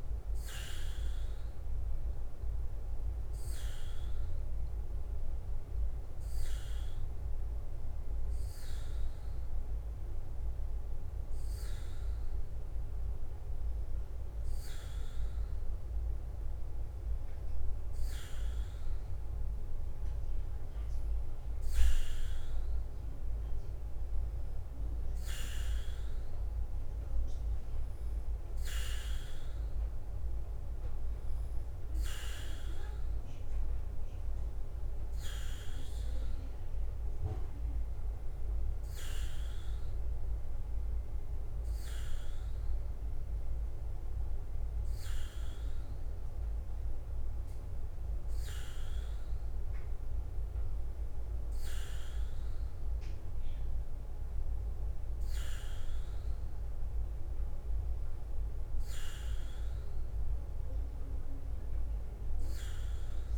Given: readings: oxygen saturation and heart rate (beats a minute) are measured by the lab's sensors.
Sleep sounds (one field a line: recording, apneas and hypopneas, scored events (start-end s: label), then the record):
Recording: breathing in sleep, hard to hear, by a room microphone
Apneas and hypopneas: 1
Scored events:
0.00-63.38 s: bradycardia (device-marked, heart rate 44 extreme)
2.50-18.50 s: hypopnea (oxygen 95% before, 91% lowest, heart rate 52 before, 50 extreme, up 0 after)
7.50-63.38 s: new sleep stage, N3 (deep sleep)
22.00-25.50 s: arousal
26.50-44.50 s: oxygen desaturation (device-marked, oxygen 94% before, 91% lowest, heart rate 51 before, 51 extreme)
From the record:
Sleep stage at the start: N2 (light sleep)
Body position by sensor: on the back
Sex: male